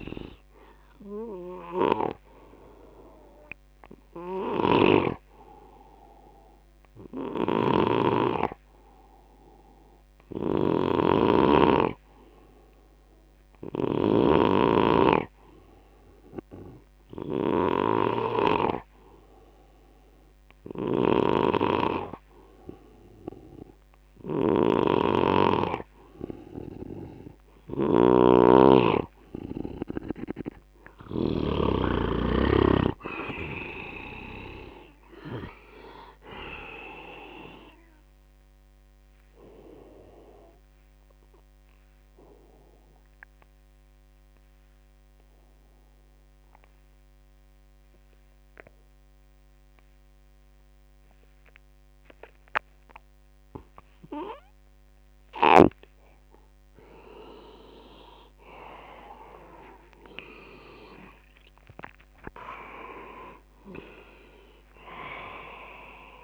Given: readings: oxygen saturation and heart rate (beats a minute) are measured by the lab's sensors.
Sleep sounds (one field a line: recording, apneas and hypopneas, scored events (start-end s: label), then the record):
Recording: breathing in sleep by a microphone on the trachea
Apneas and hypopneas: 2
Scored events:
4.50-14.50 s: snoring (device-marked)
15.00-28.00 s: hypopnea (oxygen 96% before, 91% lowest, heart rate 80 before, 65 extreme, up 11 after)
20.50-31.50 s: snoring (device-marked)
29.50-32.00 s: arousal
41.00-56.00 s: obstructive apnea (oxygen 96% before, 91% lowest, heart rate 81 before, 65 extreme, up 26 after)
59.50-62.50 s: arousal
From the record:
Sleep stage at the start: N2 (light sleep)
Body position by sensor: on the left side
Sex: male